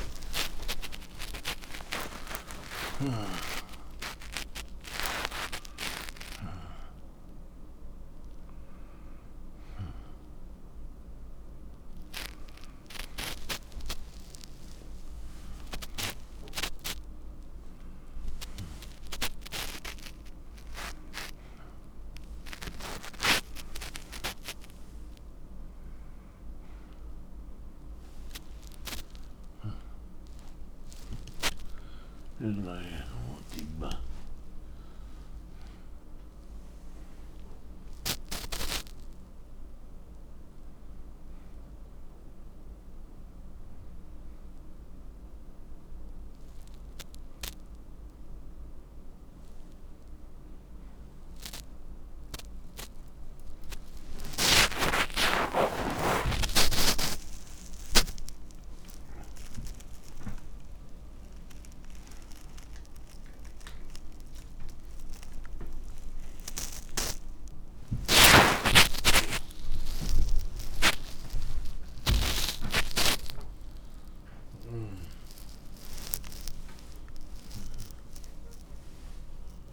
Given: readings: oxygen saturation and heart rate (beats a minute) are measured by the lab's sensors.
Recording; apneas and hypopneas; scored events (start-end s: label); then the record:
a person awake in a sleep study, by a room microphone; none
0.00-13.50 s: oxygen desaturation (device-marked, oxygen 82% lowest)
50.50-58.50 s: oxygen desaturation (device-marked, oxygen 92% before, 89% lowest, heart rate 90 before, 89 extreme)
From the record:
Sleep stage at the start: awake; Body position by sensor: on the right side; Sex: male